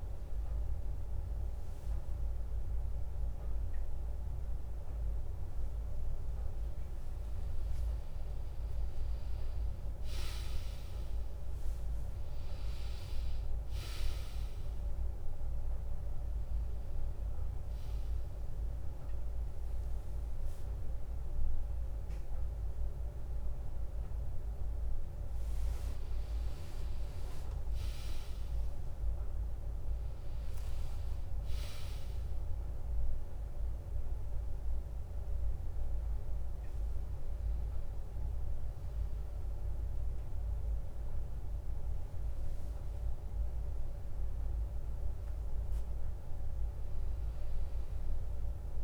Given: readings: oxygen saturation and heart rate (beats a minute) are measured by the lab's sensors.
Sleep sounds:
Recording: breathing in sleep, hard to hear, by a room microphone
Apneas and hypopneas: none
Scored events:
29.00-33.50 s: arousal
39.50-48.84 s: drop in pulse transit time (device-marked, heart rate 77 before, 74 extreme)
45.50-48.84 s: new sleep stage, N2 (light sleep)
From the record:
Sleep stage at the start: N1 (lightest sleep)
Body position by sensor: on the back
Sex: female

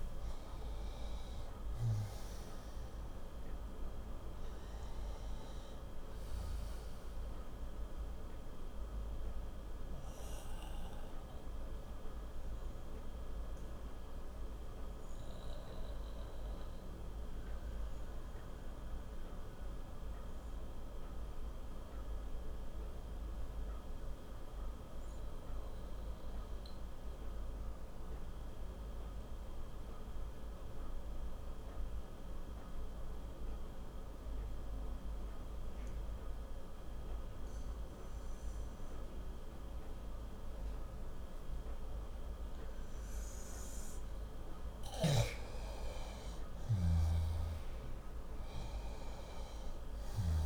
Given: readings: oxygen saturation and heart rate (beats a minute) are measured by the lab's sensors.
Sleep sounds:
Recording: breathing in sleep, hard to hear, by a room microphone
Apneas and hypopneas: 1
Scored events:
9.50-44.00 s: obstructive apnea (oxygen 97% before, 88% lowest, heart rate 75 before, 55 extreme, up 6 after)
10.00-27.00 s: oxygen desaturation (device-marked, oxygen 94% before, 91% lowest, heart rate 75 before, 55 extreme)
42.00-50.46 s: oxygen desaturation (device-marked, oxygen 98% before, 88% lowest, heart rate 62 before, 57 extreme)
46.00-49.00 s: arousal
From the record:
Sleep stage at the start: N2 (light sleep)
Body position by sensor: on the back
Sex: male

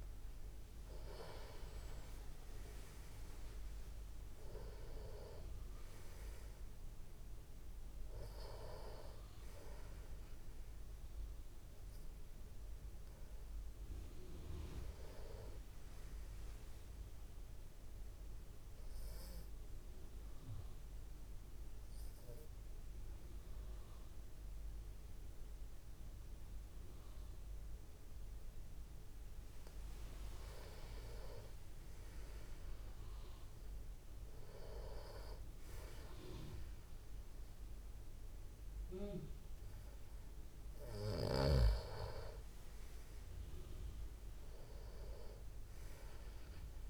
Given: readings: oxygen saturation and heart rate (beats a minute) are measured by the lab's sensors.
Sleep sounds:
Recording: breathing in sleep by a room microphone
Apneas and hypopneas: 1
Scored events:
0.00-46.90 s: tachycardia (device-marked, heart rate 214 extreme)
18.00-28.50 s: obstructive apnea (oxygen 97% before, 91% lowest, heart rate 143 before, 99 extreme, up 41 after)
30.50-35.00 s: arousal
From the record:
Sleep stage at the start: N2 (light sleep)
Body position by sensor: on the back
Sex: male

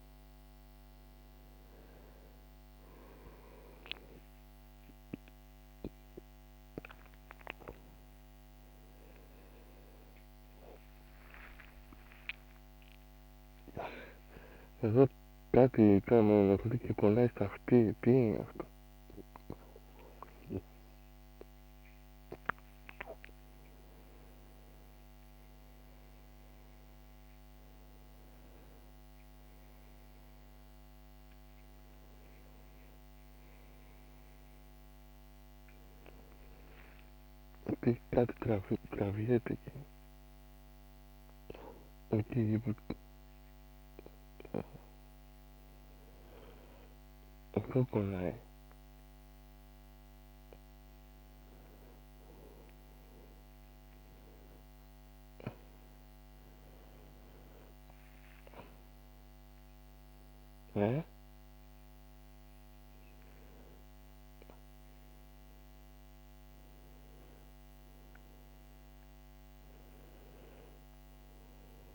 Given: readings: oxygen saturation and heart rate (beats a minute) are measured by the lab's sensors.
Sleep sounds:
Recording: a person awake in a sleep study, by a microphone on the trachea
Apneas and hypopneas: none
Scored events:
25.50-49.50 s: oxygen desaturation (device-marked, oxygen 99% before, 96% lowest, heart rate 84 before, 63 extreme)
From the record:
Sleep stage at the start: awake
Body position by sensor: on the back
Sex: male

